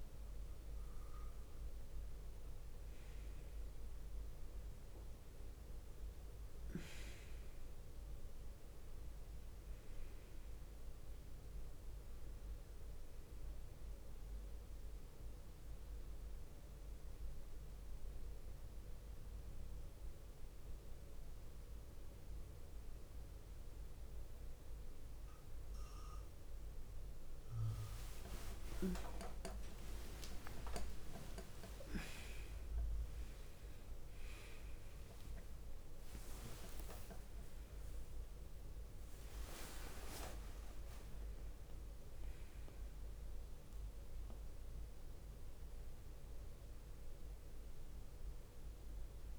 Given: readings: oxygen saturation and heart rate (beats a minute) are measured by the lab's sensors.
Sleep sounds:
breathing in sleep by a room microphone; 1
6.00-23.00 s: oxygen desaturation (device-marked, oxygen 99% before, 94% lowest, heart rate 53 before, 56 extreme)
16.00-27.50 s: hypopnea (oxygen 99% before, 91% lowest, heart rate 56 before, 52 extreme, up 10 after)
28.00-34.00 s: arousal
36.00-49.39 s: oxygen desaturation (device-marked, oxygen 97% before, 93% lowest, heart rate 60 before, 52 extreme)
From the record:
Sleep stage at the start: N1 (lightest sleep); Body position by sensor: on the back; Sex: female

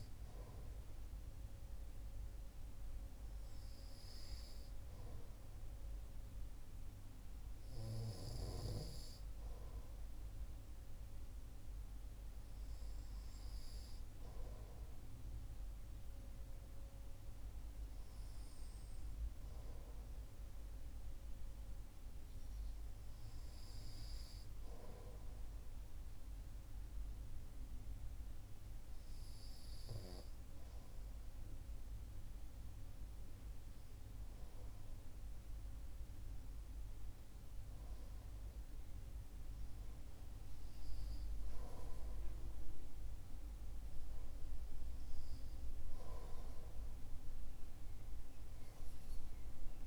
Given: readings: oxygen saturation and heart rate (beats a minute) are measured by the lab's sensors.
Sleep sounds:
breathing in sleep, hard to hear, by a room microphone; none
none scored
From the record:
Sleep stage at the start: REM sleep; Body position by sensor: on the right side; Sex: male

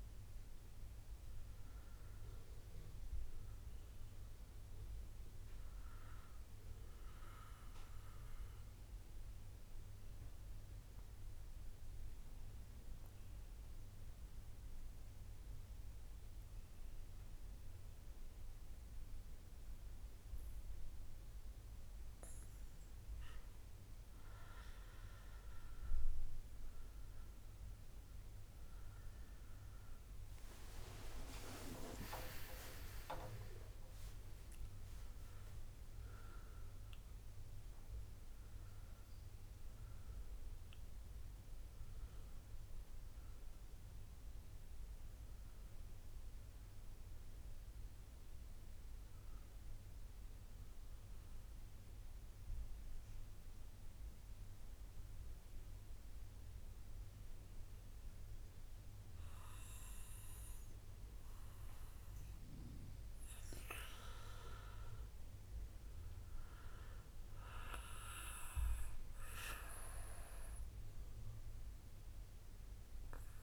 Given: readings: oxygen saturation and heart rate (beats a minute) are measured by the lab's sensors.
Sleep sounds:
breathing in sleep by a room microphone; 2
7.00-23.50 s: mixed apnea (oxygen 95% before, 88% lowest, heart rate 67 before, 62 extreme, up 2 after)
27.50-47.50 s: oxygen desaturation (device-marked, oxygen 94% before, 88% lowest, heart rate 63 before, 59 extreme)
30.00-34.50 s: arousal
51.50-63.50 s: mixed apnea (oxygen 94% before, 88% lowest, heart rate 77 before, 52 extreme, up 1 after)
65.00-68.00 s: arousal
68.50-73.43 s: oxygen desaturation (device-marked, oxygen 95% before, 90% lowest, heart rate 62 before, 44 extreme)
From the record:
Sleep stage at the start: N2 (light sleep); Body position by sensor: on the back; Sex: male

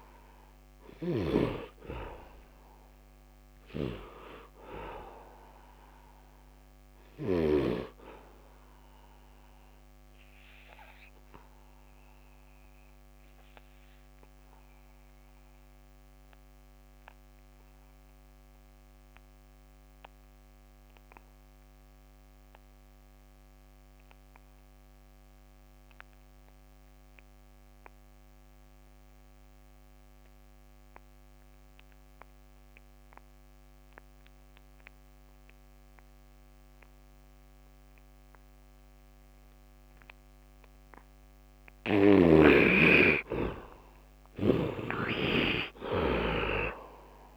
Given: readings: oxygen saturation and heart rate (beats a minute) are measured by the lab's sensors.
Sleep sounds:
breathing in sleep by a microphone on the trachea; 1
0.00-18.00 s: oxygen desaturation (device-marked, oxygen 67% lowest, heart rate 74 extreme)
0.50-7.00 s: snoring (device-marked)
8.50-40.50 s: obstructive apnea (oxygen 99% before, 65% lowest, heart rate 90 before, 70 extreme, up 17 after)
26.00-47.36 s: oxygen desaturation (device-marked, oxygen 100% before, 65% lowest, heart rate 76 before, 70 extreme)
42.50-47.00 s: arousal
44.00-47.36 s: snoring (device-marked)
From the record:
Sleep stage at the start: N2 (light sleep); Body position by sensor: on the back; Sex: male

